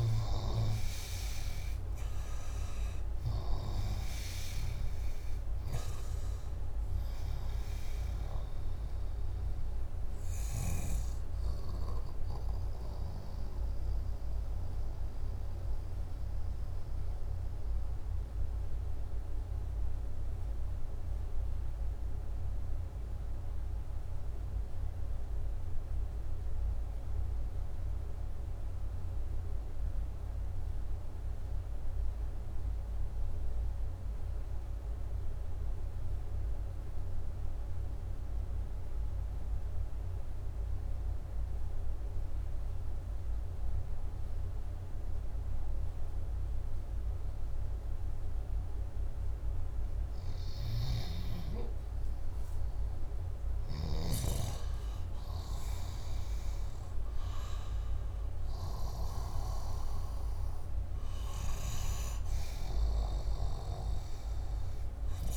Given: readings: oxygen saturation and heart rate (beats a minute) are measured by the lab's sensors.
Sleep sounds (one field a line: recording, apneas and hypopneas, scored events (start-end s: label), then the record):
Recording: breathing in sleep by a room microphone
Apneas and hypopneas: 1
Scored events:
0.00-5.00 s: oxygen desaturation (device-marked, oxygen 93% lowest, heart rate 54 extreme)
13.00-48.50 s: mixed apnea (oxygen 95% before, 92% lowest, heart rate 64 before, 57 extreme, up 5 after)
50.50-55.00 s: arousal
52.00-65.00 s: oxygen desaturation (device-marked, oxygen 98% before, 94% lowest, heart rate 61 before, 58 extreme)
From the record:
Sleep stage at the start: N2 (light sleep)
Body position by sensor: upright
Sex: male